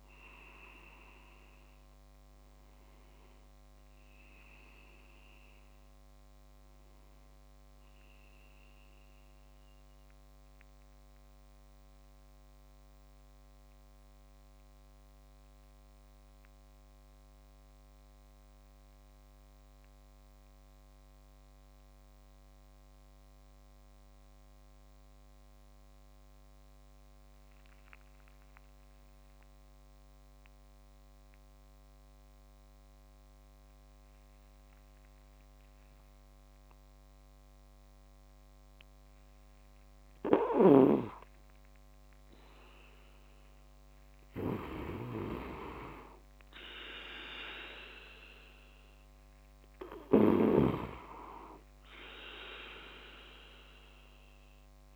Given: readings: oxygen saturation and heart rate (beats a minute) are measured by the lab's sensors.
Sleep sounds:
breathing in sleep by a microphone on the trachea; 1
0.00-5.00 s: oxygen desaturation (device-marked, oxygen 93% lowest)
7.50-38.50 s: mixed apnea (oxygen 97% before, 93% lowest)
9.00-15.00 s: tachycardia (device-marked)
39.00-54.96 s: oxygen desaturation (device-marked, oxygen 100% before, 96% lowest)
39.50-41.00 s: leg movement (device-marked)
40.00-54.96 s: snoring (device-marked)
41.00-44.50 s: arousal
From the record:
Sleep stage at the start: N2 (light sleep); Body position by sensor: on the back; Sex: male

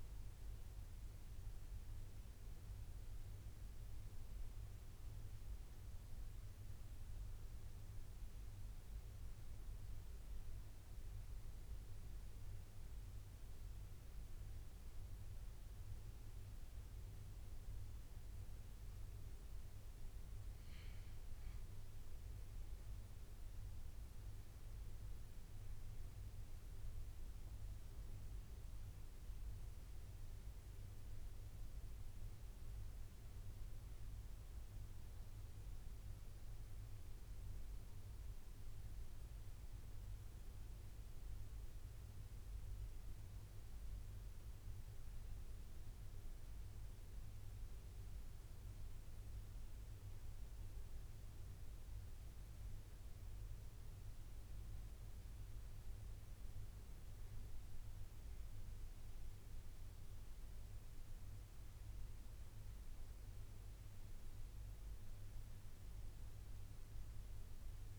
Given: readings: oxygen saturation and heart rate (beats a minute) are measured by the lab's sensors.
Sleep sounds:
breathing in sleep, hard to hear, by a room microphone; 1
29.00-32.50 s: arousal
42.50-56.00 s: obstructive apnea (oxygen 97% before, 91% lowest, heart rate 84 before, 77 extreme, up 8 after)
58.50-62.00 s: arousal
62.00-67.99 s: oxygen desaturation (device-marked, oxygen 96% before, 91% lowest, heart rate 80 before, 82 extreme)
From the record:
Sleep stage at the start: N2 (light sleep); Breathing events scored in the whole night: 244 in 4.7 hours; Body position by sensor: on the right side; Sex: male

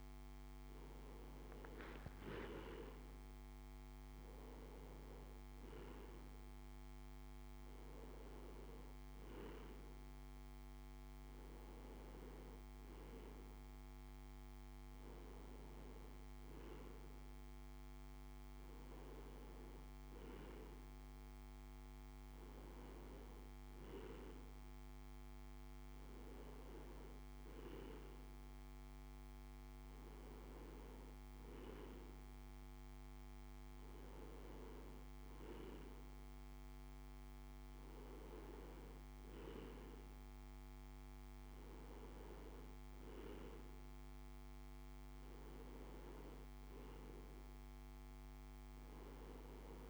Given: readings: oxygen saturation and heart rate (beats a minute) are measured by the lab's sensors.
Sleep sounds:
breathing in sleep by a microphone on the trachea; none
none scored
From the record:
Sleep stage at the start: N2 (light sleep); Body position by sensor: on the right side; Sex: male

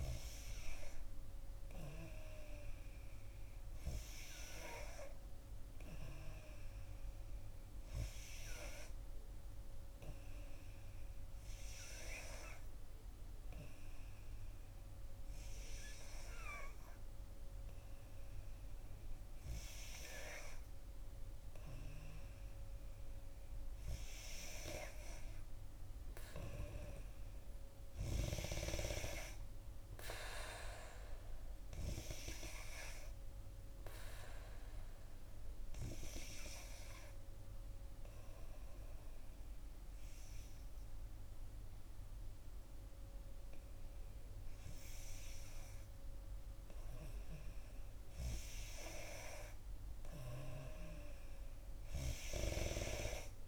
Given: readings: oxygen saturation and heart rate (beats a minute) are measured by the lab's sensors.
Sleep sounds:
breathing in sleep by a room microphone; 1
25.50-28.00 s: arousal
32.00-43.50 s: obstructive apnea (oxygen 93% before, 90% lowest, heart rate 61 before, 58 extreme, up 4 after)
45.50-49.00 s: arousal
From the record:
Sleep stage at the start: N2 (light sleep); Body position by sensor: on the back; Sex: female

